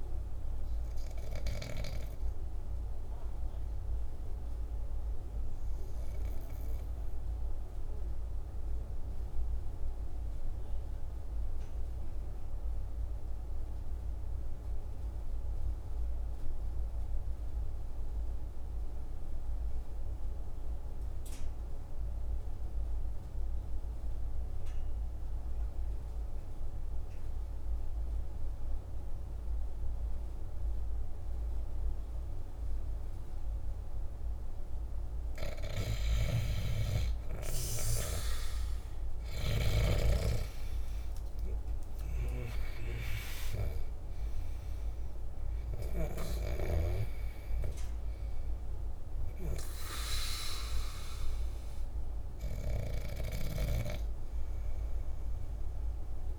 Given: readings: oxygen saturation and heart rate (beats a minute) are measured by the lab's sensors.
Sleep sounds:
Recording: breathing in sleep by a room microphone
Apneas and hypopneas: 1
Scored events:
0.00-12.50 s: oxygen desaturation (device-marked, oxygen 79% lowest, heart rate 47 extreme)
5.50-33.50 s: obstructive apnea (oxygen 91% before, 77% lowest, heart rate 55 before, 47 extreme, up 11 after)
28.50-56.39 s: oxygen desaturation (device-marked, oxygen 98% before, 77% lowest, heart rate 48 before, 47 extreme)
35.00-39.50 s: arousal
36.00-39.50 s: snoring (device-marked)
From the record:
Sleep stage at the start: N2 (light sleep)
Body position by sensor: on the back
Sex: male

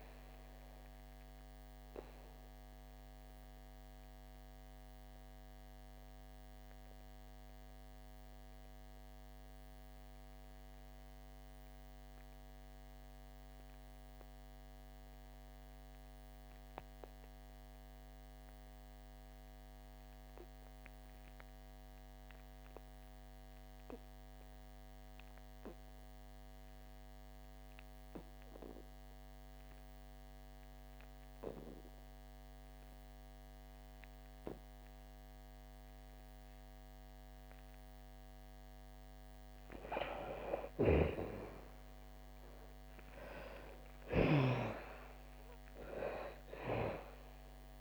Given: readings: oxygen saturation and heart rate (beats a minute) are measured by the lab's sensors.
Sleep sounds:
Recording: breathing in sleep by a microphone on the trachea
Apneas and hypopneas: 1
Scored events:
0.00-22.00 s: oxygen desaturation (device-marked, oxygen 57% lowest, heart rate 55 extreme)
1.50-39.50 s: obstructive apnea (oxygen 84% before, 55% lowest, heart rate 64 before, 57 extreme, up 19 after)
24.00-47.81 s: oxygen desaturation (device-marked, oxygen 95% before, 55% lowest, heart rate 70 before, 56 extreme)
41.50-45.50 s: arousal
From the record:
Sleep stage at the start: REM sleep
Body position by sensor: on the back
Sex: female

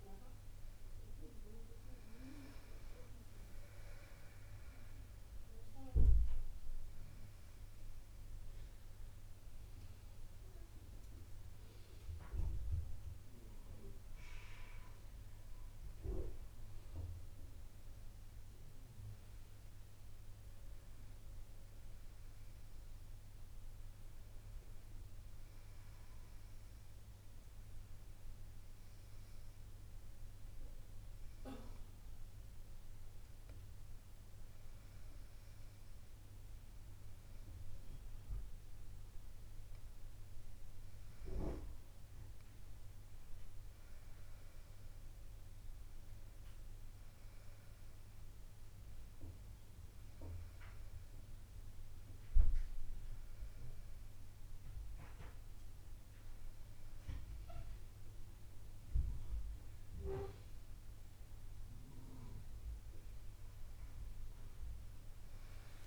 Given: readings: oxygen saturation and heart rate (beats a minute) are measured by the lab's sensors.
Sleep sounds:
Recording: breathing in sleep by a room microphone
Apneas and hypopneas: none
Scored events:
7.00-10.50 s: arousal
From the record:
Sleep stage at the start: N2 (light sleep)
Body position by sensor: on the back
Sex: female

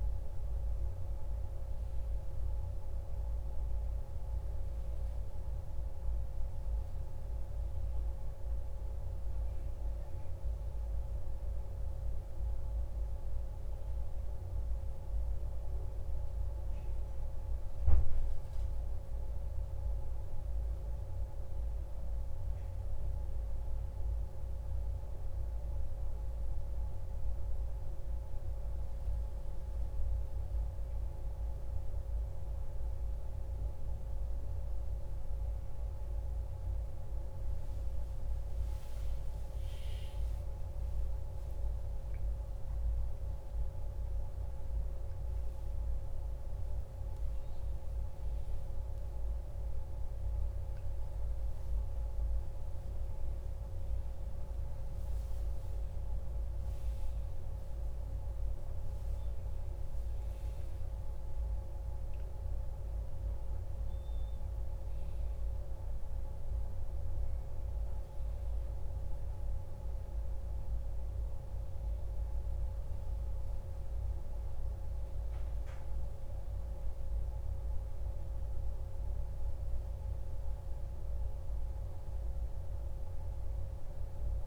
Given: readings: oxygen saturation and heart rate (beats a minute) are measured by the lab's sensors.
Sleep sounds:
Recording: a person partly awake in a sleep study, hard to hear, by a room microphone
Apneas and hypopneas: none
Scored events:
27.50-57.50 s: new sleep stage, awake
57.50-84.47 s: new sleep stage, N1 (lightest sleep)
From the record:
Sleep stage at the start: N1 (lightest sleep)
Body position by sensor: on the back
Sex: male

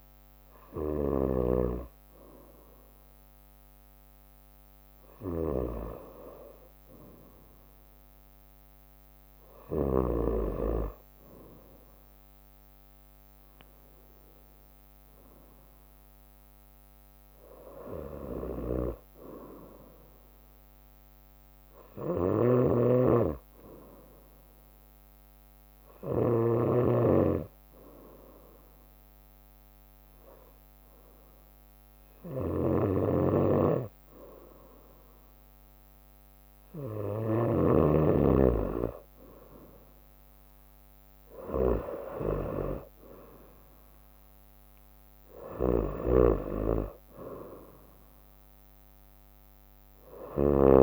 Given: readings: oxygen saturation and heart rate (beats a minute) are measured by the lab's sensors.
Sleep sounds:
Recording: breathing in sleep by a microphone on the trachea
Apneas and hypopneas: 1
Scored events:
0.00-10.00 s: snoring (device-marked)
10.50-23.50 s: drop in pulse transit time (device-marked, heart rate 66 before, 64 extreme)
16.50-21.00 s: arousal
18.50-50.83 s: snoring (device-marked)
23.50-37.00 s: obstructive apnea (oxygen 96% before, 92% lowest, heart rate 66 before, 64 extreme, up 4 after)
39.00-42.50 s: arousal
From the record:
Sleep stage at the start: N2 (light sleep)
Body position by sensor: on the right side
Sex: female

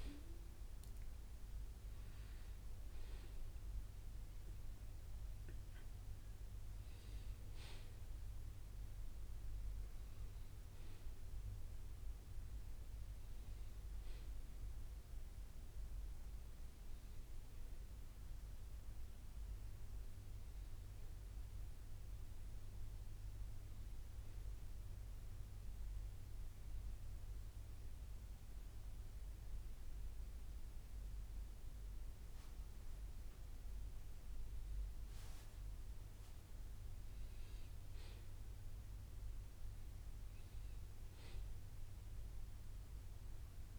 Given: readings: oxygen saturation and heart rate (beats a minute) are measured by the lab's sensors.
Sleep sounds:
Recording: breathing in sleep, hard to hear, by a room microphone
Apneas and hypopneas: 1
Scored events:
0.50-12.50 s: drop in pulse transit time (device-marked, heart rate 61 before, 62 extreme)
1.00-5.50 s: arousal
24.00-34.50 s: obstructive apnea (oxygen 97% before, 94% lowest, heart rate 64 before, 58 extreme, up 3 after)
38.00-40.50 s: arousal
From the record:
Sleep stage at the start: N1 (lightest sleep)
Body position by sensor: on the back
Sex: male

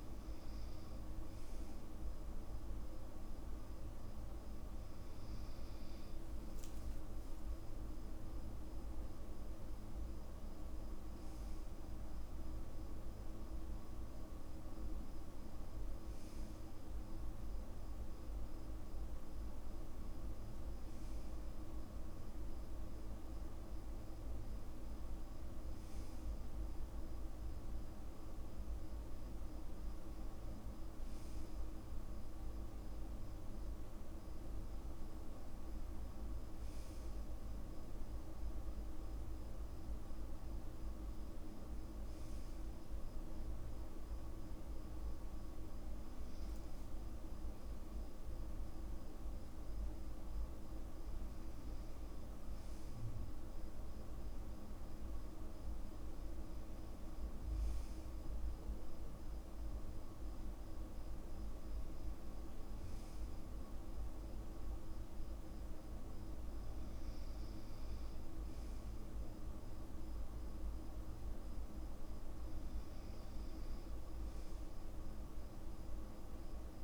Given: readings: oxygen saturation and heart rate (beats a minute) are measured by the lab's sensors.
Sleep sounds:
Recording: breathing in sleep, hard to hear, by a room microphone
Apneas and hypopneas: none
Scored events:
none scored
From the record:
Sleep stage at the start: N2 (light sleep)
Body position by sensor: on the back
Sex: male

